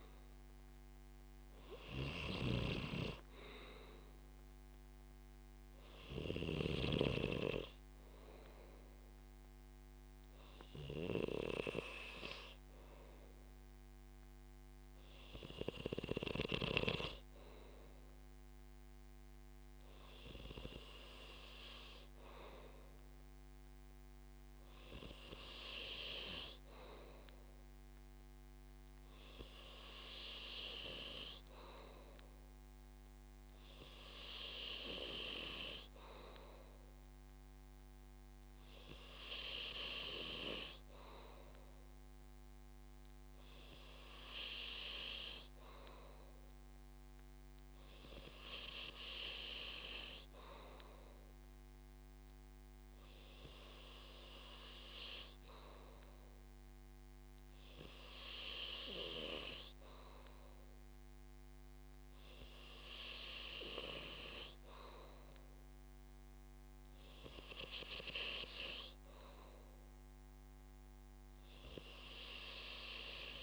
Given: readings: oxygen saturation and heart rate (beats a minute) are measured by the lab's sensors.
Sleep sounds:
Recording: breathing in sleep by a microphone on the trachea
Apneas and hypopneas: none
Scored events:
2.50-7.50 s: snoring (device-marked)
From the record:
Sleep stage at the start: N2 (light sleep)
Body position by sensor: on the back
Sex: male

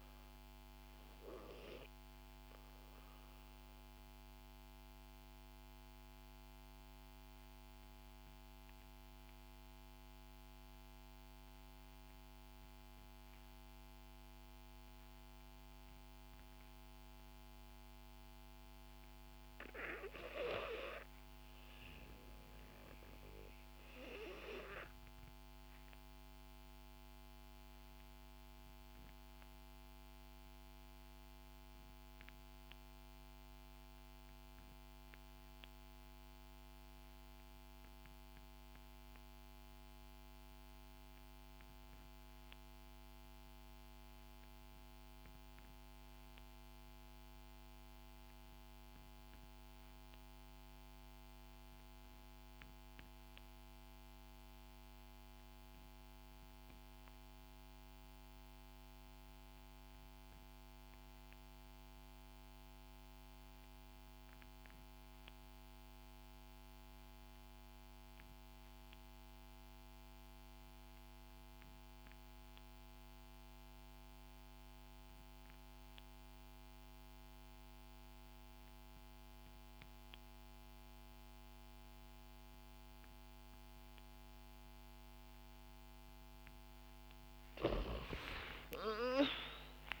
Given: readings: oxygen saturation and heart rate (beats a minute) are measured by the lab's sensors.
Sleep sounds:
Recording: breathing in sleep by a microphone on the trachea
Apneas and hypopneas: 2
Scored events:
0.00-12.00 s: oxygen desaturation (device-marked, oxygen 80% lowest, heart rate 63 extreme)
2.50-17.50 s: mixed apnea (oxygen 91% before, 74% lowest, heart rate 71 before, 63 extreme, up 2 after)
19.00-23.50 s: arousal
26.50-85.50 s: obstructive apnea (oxygen 97% before, 65% lowest, heart rate 64 before, 64 extreme, up 23 after)
27.00-90.00 s: oxygen desaturation (device-marked, oxygen 96% before, 69% lowest, heart rate 64 before, 64 extreme)
87.00-89.00 s: long interval between heartbeats (device-marked, heart rate 69 before, 72 extreme)
88.00-90.00 s: arousal
From the record:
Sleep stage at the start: REM sleep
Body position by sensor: on the back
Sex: female

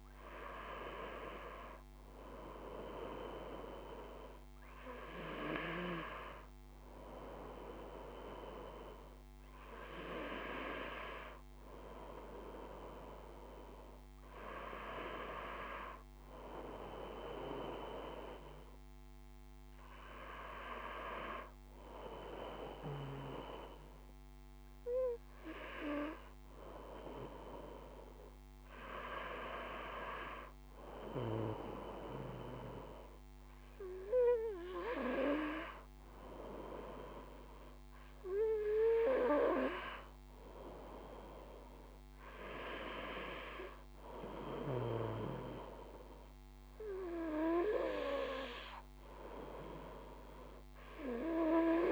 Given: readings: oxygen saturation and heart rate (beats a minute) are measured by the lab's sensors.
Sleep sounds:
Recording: breathing in sleep by a microphone on the trachea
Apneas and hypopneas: none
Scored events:
none scored
From the record:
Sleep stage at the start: N2 (light sleep)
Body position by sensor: on the back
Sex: male

